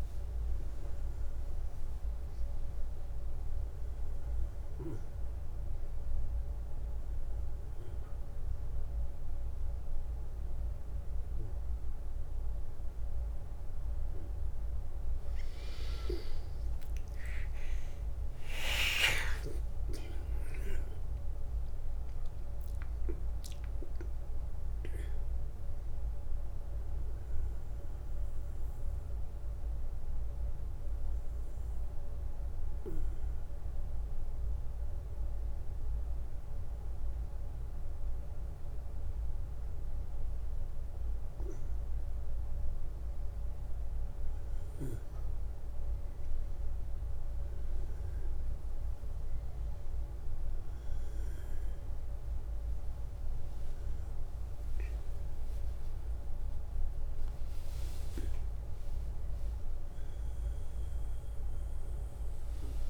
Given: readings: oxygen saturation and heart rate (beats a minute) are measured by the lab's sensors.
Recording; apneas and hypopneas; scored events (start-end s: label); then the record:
breathing in sleep by a room microphone; 1
14.50-18.50 s: arousal
30.00-43.00 s: obstructive apnea (oxygen 96% before, 95% lowest, heart rate 72 before, 60 extreme, up 8 after)
53.00-62.90 s: new sleep stage, awake
From the record:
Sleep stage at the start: N1 (lightest sleep); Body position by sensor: on the back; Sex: male